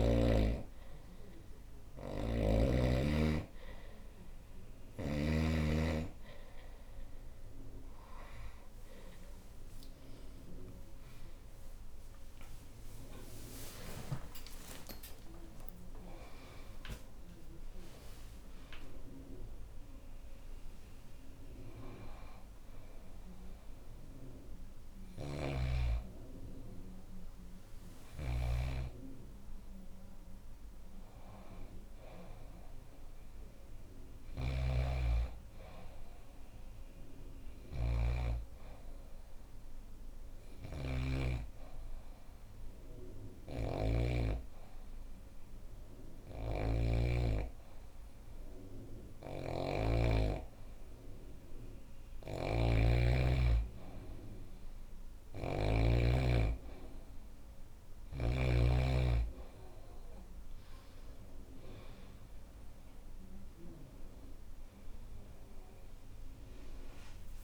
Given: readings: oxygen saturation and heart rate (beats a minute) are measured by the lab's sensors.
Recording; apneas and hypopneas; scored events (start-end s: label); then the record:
breathing in sleep by a room microphone; 1
1.00-4.50 s: snoring (device-marked)
13.00-18.50 s: arousal
33.50-43.50 s: snoring (device-marked)
41.00-52.50 s: hypopnea (oxygen 99% before, 93% lowest, heart rate 74 before, 66 extreme, up 6 after)
45.50-55.00 s: snoring (device-marked)
48.00-67.44 s: oxygen desaturation (device-marked, oxygen 97% before, 93% lowest, heart rate 69 before, 67 extreme)
58.00-62.50 s: arousal
From the record:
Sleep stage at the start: N2 (light sleep); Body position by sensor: on the back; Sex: female